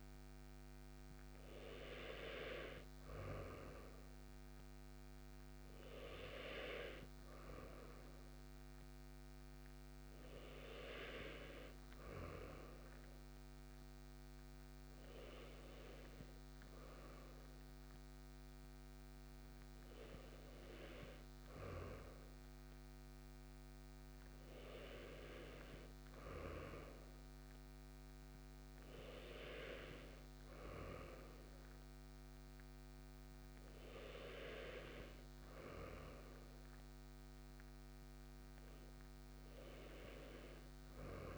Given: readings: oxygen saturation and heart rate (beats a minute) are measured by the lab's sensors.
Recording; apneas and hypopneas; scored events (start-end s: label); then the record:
breathing in sleep by a microphone on the trachea; none
14.50-19.00 s: arousal
From the record:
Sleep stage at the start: N2 (light sleep); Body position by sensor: on the right side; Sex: male